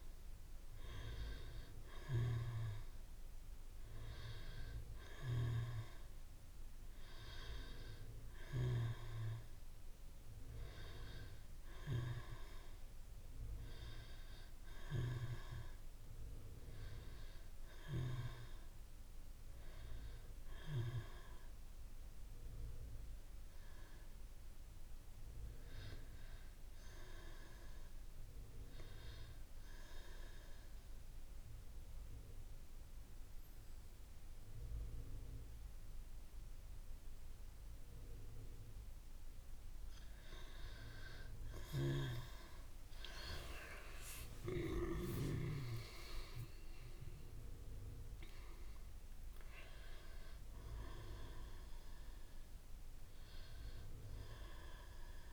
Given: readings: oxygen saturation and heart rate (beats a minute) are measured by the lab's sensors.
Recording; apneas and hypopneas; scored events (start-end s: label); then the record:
breathing in sleep by a room microphone; 1
0.00-12.00 s: oxygen desaturation (device-marked, oxygen 82% lowest)
14.50-18.00 s: arousal
23.00-40.00 s: obstructive apnea (oxygen 98% before, 85% lowest)
37.00-55.33 s: oxygen desaturation (device-marked, oxygen 97% before, 89% lowest)
42.00-45.50 s: arousal
From the record:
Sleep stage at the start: N2 (light sleep); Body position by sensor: on the back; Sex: female